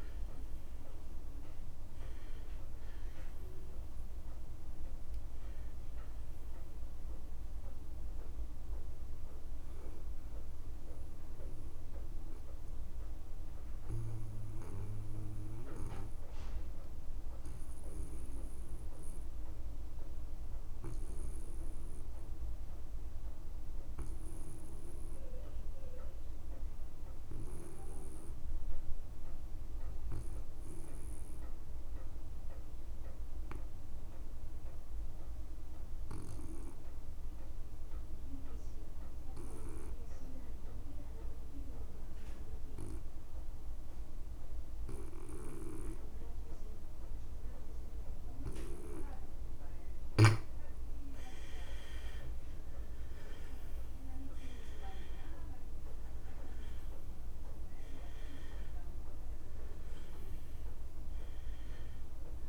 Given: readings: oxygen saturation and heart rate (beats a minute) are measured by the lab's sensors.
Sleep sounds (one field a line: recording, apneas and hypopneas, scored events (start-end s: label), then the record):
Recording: breathing in sleep by a room microphone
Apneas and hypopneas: 1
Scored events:
0.00-24.50 s: oxygen desaturation (device-marked, oxygen 72% lowest)
15.00-50.50 s: obstructive apnea (oxygen 85% before, 72% lowest)
36.50-62.49 s: oxygen desaturation (device-marked, oxygen 100% before, 74% lowest)
52.50-56.50 s: arousal
From the record:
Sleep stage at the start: N2 (light sleep)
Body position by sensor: on the back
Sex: male